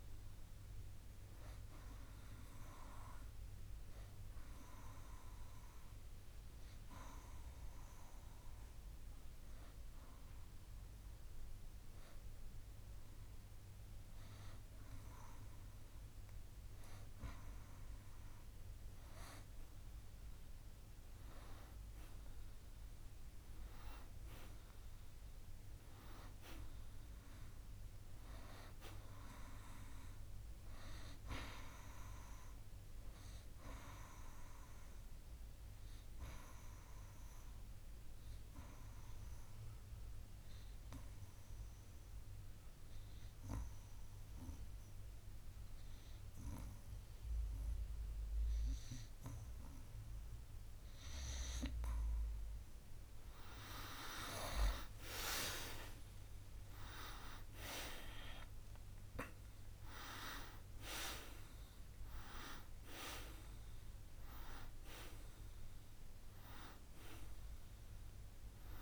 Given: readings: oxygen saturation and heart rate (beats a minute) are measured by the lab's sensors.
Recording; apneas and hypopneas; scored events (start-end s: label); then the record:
breathing in sleep by a room microphone; 2
0.00-24.00 s: oxygen desaturation (device-marked, oxygen 92% lowest, heart rate 56 extreme)
3.00-18.00 s: hypopnea (oxygen 96% before, 92% lowest, heart rate 62 before, 56 extreme, up 3 after)
23.00-27.00 s: arousal
35.00-52.00 s: obstructive apnea (oxygen 96% before, 90% lowest, heart rate 60 before, 57 extreme, up 29 after)
54.00-59.00 s: arousal
From the record:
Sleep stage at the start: N2 (light sleep); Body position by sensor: on the back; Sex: male